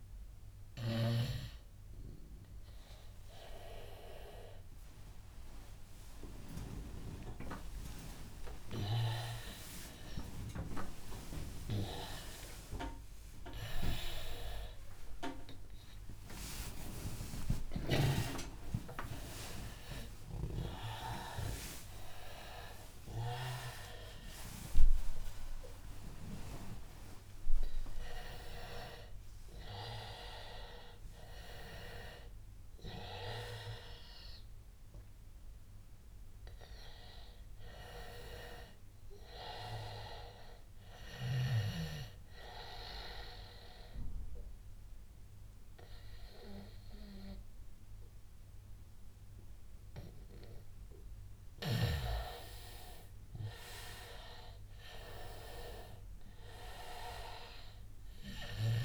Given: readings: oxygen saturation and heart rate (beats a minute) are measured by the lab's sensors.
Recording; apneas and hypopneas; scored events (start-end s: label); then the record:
a person partly awake in a sleep study, by a room microphone; 1
25.50-55.50 s: new sleep stage, N1 (lightest sleep)
26.50-28.50 s: long interval between heartbeats (device-marked, heart rate 104 before, 147 extreme)
43.00-53.00 s: obstructive apnea (oxygen 98% before, 89% lowest, heart rate 119 before, 88 extreme, up 6 after)
55.00-57.50 s: arousal
55.50-58.85 s: new sleep stage, N2 (light sleep)
From the record:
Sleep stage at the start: awake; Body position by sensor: on the back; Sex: male